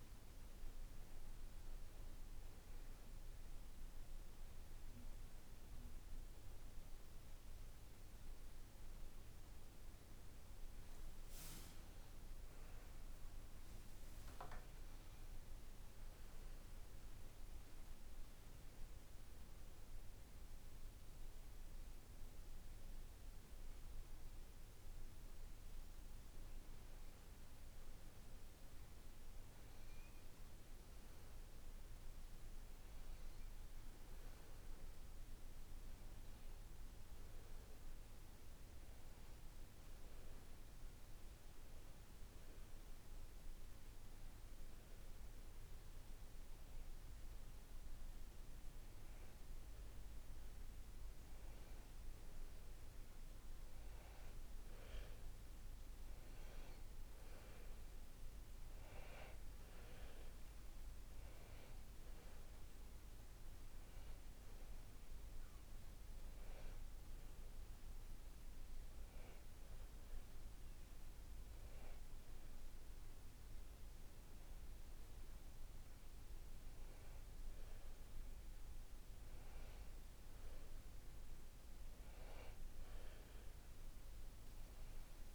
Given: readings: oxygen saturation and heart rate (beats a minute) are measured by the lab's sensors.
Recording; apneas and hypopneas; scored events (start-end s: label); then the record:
a person partly awake in a sleep study, hard to hear, by a room microphone; 2
4.00-85.35 s: new sleep stage, N2 (light sleep)
17.00-28.00 s: hypopnea (oxygen 97% before, 92% lowest, heart rate 59 before, 54 extreme, up 5 after)
34.00-38.00 s: arousal
35.00-48.00 s: oxygen desaturation (device-marked, oxygen 95% before, 92% lowest, heart rate 57 before, 54 extreme)
40.00-50.00 s: hypopnea (oxygen 97% before, 92% lowest, heart rate 57 before, 54 extreme, up 6 after)
53.50-57.50 s: arousal
57.00-69.00 s: oxygen desaturation (device-marked, oxygen 95% before, 92% lowest, heart rate 57 before, 56 extreme)
From the record:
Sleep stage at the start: awake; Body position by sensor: on the back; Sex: male